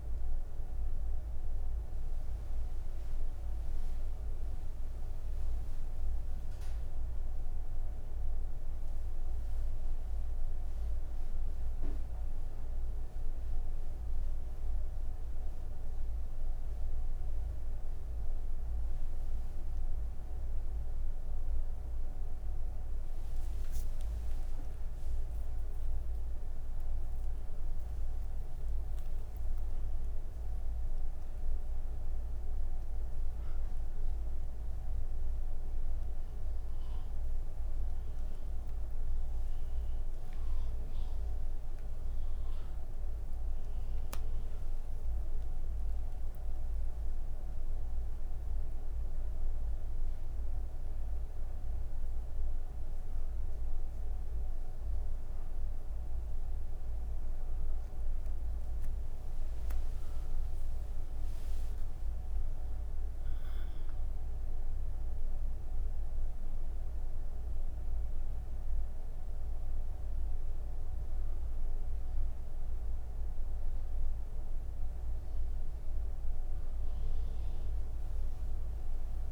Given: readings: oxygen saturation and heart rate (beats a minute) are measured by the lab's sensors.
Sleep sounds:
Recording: breathing in sleep, hard to hear, by a room microphone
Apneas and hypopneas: none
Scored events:
62.50-71.50 s: oxygen desaturation (device-marked, oxygen 98% before, 95% lowest)
From the record:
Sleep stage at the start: N1 (lightest sleep)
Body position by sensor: on the right side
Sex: female

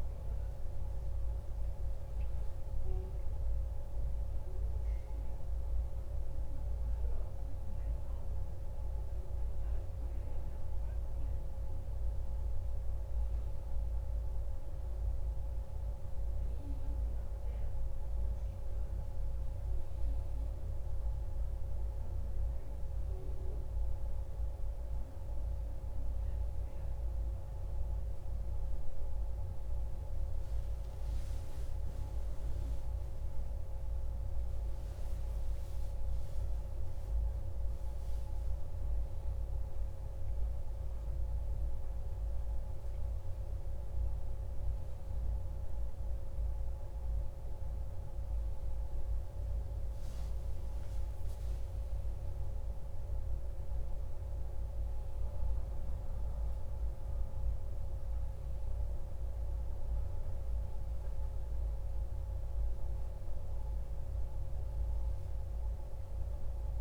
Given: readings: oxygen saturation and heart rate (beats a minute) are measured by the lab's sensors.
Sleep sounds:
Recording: breathing in sleep, hard to hear, by a room microphone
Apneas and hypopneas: none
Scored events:
0.00-3.50 s: arousal
40.00-43.50 s: arousal
From the record:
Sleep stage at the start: N1 (lightest sleep)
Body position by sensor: on the back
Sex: male

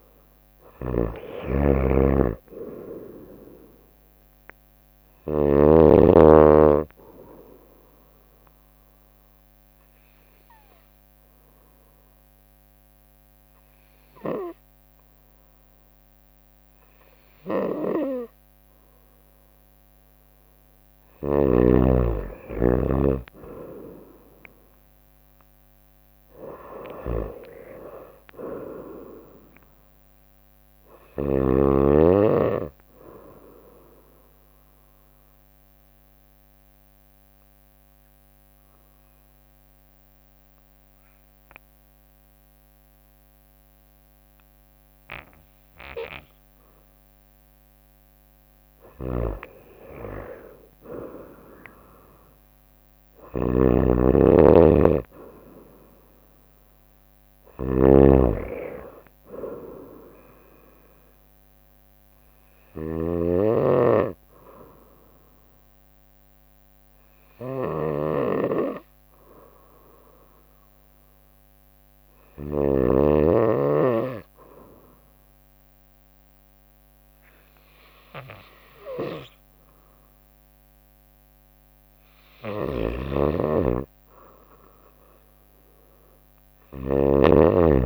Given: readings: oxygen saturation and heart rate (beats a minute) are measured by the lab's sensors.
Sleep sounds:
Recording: breathing in sleep by a microphone on the trachea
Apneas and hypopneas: 3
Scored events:
0.50-5.50 s: snoring (device-marked)
7.50-20.50 s: obstructive apnea (oxygen 96% before, 93% lowest, heart rate 65 before, 59 extreme, up 3 after)
17.50-21.50 s: snoring (device-marked)
22.50-25.50 s: arousal
23.50-35.50 s: drop in pulse transit time (device-marked, heart rate 65 before, 64 extreme)
33.00-47.00 s: obstructive apnea (oxygen 96% before, 93% lowest, heart rate 65 before, 59 extreme, up 8 after)
34.50-37.50 s: bradycardia (device-marked, heart rate 66 before, 60 extreme)
49.00-73.00 s: snoring (device-marked)
50.00-53.50 s: arousal
65.00-83.50 s: hypopnea (oxygen 96% before, 93% lowest, heart rate 64 before, 63 extreme, up 0 after)
82.50-87.86 s: snoring (device-marked)
86.50-87.86 s: arousal
From the record:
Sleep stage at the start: N2 (light sleep)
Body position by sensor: on the right side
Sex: female

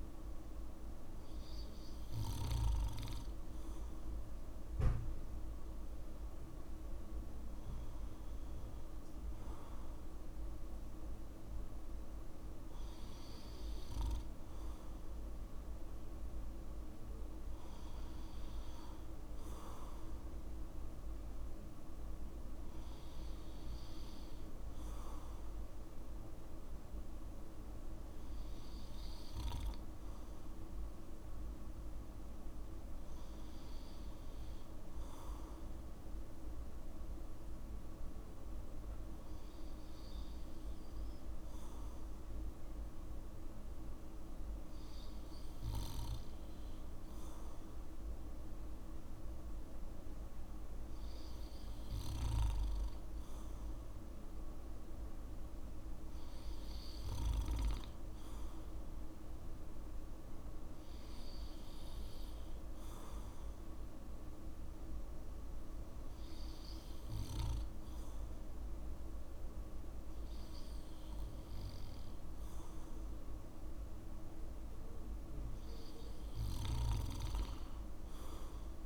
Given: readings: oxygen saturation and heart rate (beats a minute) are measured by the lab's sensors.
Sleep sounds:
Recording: breathing in sleep, hard to hear, by a room microphone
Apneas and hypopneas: none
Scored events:
none scored
From the record:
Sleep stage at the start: N2 (light sleep)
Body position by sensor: on the back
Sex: male

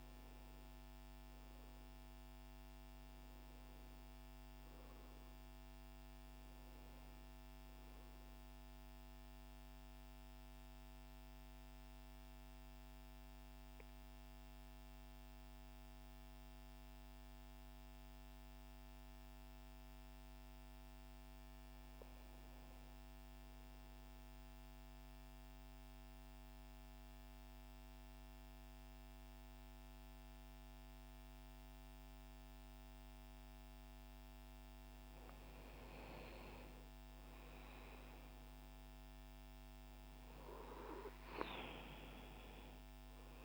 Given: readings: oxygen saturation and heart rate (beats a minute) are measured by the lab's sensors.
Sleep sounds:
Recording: breathing in sleep, hard to hear, by a microphone on the trachea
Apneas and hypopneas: 1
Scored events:
0.00-2.50 s: oxygen desaturation (device-marked, oxygen 93% lowest, heart rate 67 extreme)
7.50-21.00 s: central apnea (oxygen 98% before, 94% lowest, heart rate 104 before, 58 extreme, up 31 after)
24.50-28.50 s: arousal
24.50-43.44 s: new sleep stage, N2 (light sleep)
33.50-43.44 s: oxygen desaturation (device-marked, oxygen 98% before, 94% lowest, heart rate 120 before, 92 extreme)
From the record:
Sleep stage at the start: N1 (lightest sleep)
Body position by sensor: on the right side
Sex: male

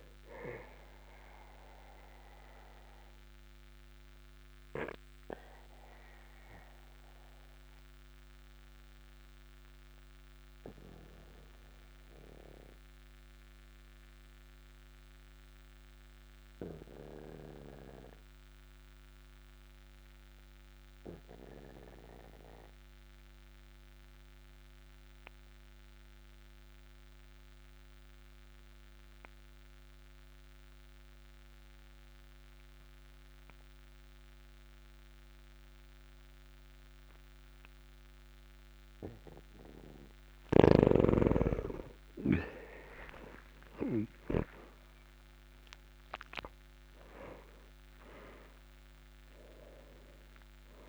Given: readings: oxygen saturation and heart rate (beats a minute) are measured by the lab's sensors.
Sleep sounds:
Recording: breathing in sleep by a microphone on the trachea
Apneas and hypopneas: 1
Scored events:
2.00-39.50 s: obstructive apnea (oxygen 100% before, 89% lowest, heart rate 49 before, 40 extreme, up 8 after)
39.00-50.89 s: new sleep stage, N1 (lightest sleep)
41.00-50.89 s: oxygen desaturation (device-marked, oxygen 99% before, 89% lowest, heart rate 49 before, 44 extreme)
44.00-48.00 s: arousal
From the record:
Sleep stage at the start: N2 (light sleep)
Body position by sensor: on the back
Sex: male

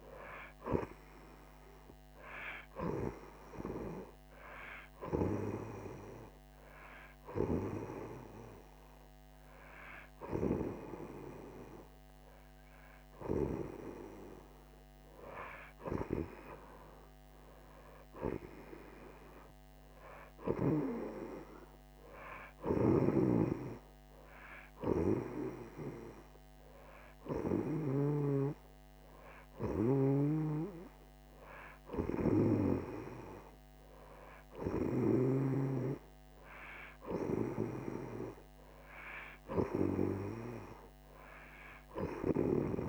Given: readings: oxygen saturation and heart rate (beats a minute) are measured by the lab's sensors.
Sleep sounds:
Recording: breathing in sleep by a microphone on the trachea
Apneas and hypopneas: 2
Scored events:
2.50-13.50 s: hypopnea (oxygen 96% before, 89% lowest, heart rate 80 before, 106 extreme, up 18 after)
3.00-15.00 s: oxygen desaturation (device-marked, oxygen 96% before, 90% lowest, heart rate 85 before, 106 extreme)
15.50-19.50 s: arousal
20.00-34.00 s: oxygen desaturation (device-marked, oxygen 94% before, 91% lowest, heart rate 130 before, 116 extreme)
22.50-28.00 s: snoring (device-marked)
23.00-34.00 s: hypopnea (oxygen 96% before, 89% lowest, heart rate 130 before, 116 extreme, up 51 after)
36.50-40.50 s: arousal
From the record:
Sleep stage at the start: N2 (light sleep)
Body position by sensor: on the right side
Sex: female

